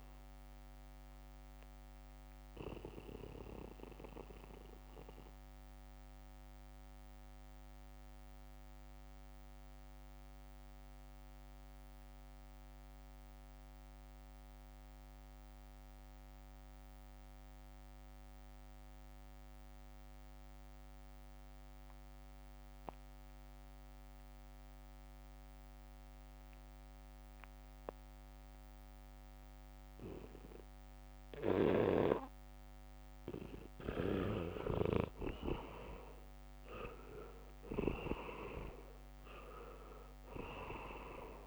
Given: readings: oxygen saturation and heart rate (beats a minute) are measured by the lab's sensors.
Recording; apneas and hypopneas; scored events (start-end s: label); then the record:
breathing in sleep by a microphone on the trachea; 1
0.00-2.00 s: leg movement (device-marked)
0.00-14.00 s: oxygen desaturation (device-marked, oxygen 81% lowest, heart rate 63 extreme)
2.00-32.50 s: mixed apnea (oxygen 99% before, 80% lowest, heart rate 66 before, 65 extreme)
27.00-41.47 s: oxygen desaturation (device-marked, oxygen 99% before, 80% lowest, heart rate 70 before, 62 extreme)
35.50-41.00 s: arousal
From the record:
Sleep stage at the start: N2 (light sleep); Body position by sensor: on the back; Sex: male